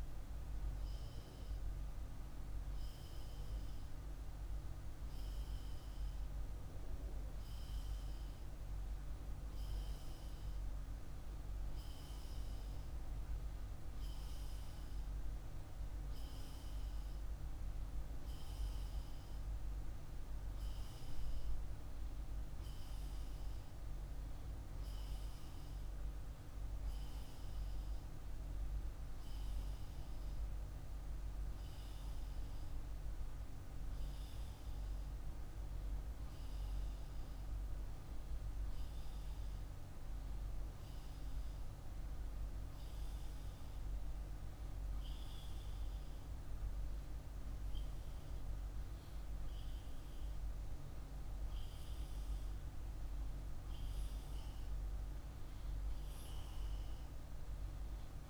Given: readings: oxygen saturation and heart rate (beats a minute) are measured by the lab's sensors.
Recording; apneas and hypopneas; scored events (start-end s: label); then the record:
breathing in sleep, hard to hear, by a room microphone; none
none scored
From the record:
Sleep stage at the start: N2 (light sleep); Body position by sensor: on the right side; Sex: male